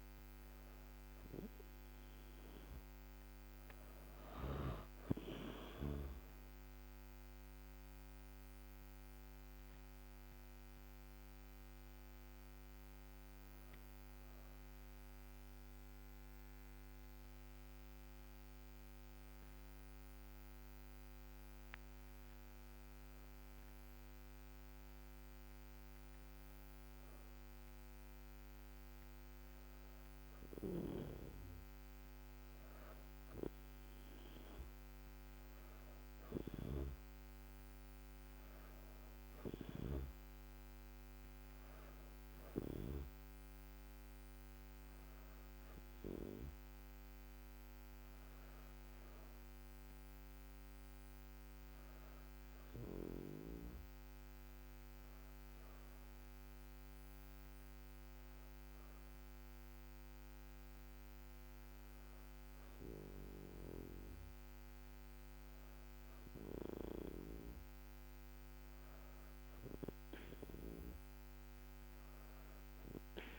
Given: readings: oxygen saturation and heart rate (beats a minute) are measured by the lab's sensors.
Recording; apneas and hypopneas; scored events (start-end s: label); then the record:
breathing in sleep by a microphone on the trachea; 2
9.00-27.50 s: hypopnea (oxygen 98% before, 94% lowest, heart rate 74 before, 71 extreme, up 4 after)
30.00-34.00 s: arousal
35.00-55.00 s: oxygen desaturation (device-marked, oxygen 99% before, 94% lowest, heart rate 73 before, 71 extreme)
52.50-66.00 s: hypopnea (oxygen 99% before, 96% lowest, heart rate 73 before, 72 extreme, up 3 after)
67.00-71.50 s: arousal
From the record:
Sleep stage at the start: N2 (light sleep); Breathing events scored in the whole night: 206 in 7.8 hours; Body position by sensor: on the back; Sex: female